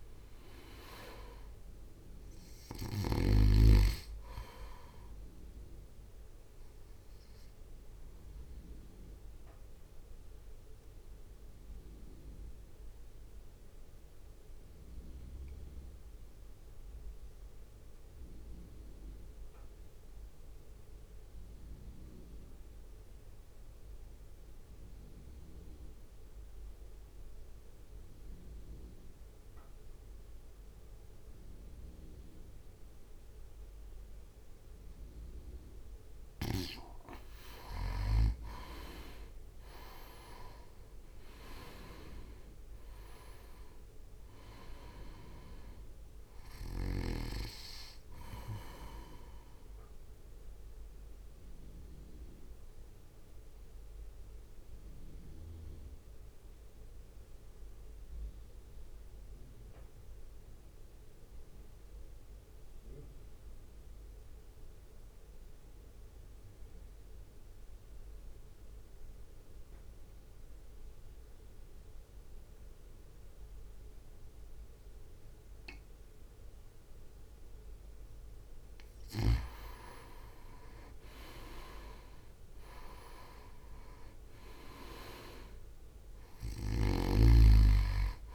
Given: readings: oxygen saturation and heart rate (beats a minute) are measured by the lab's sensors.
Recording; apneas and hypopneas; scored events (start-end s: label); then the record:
breathing in sleep by a room microphone; 2
0.00-9.00 s: oxygen desaturation (device-marked, oxygen 90% lowest, heart rate 51 extreme)
0.00-10.00 s: drop in pulse transit time (device-marked, heart rate 52 extreme)
8.00-35.50 s: mixed apnea (oxygen 98% before, 88% lowest, heart rate 56 before, 50 extreme, up 2 after)
16.00-26.00 s: oxygen desaturation (device-marked, oxygen 92% before, 89% lowest, heart rate 54 before, 52 extreme)
36.00-72.00 s: oxygen desaturation (device-marked, oxygen 98% before, 88% lowest, heart rate 61 before, 50 extreme)
41.00-53.00 s: drop in pulse transit time (device-marked, heart rate 62 before, 52 extreme)
45.00-48.50 s: arousal
51.00-77.50 s: mixed apnea (oxygen 98% before, 88% lowest, heart rate 60 before, 50 extreme, up 1 after)
79.50-82.50 s: arousal
80.00-88.35 s: drop in pulse transit time (device-marked, heart rate 61 before, 51 extreme)
From the record:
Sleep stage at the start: N2 (light sleep); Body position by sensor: on the right side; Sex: male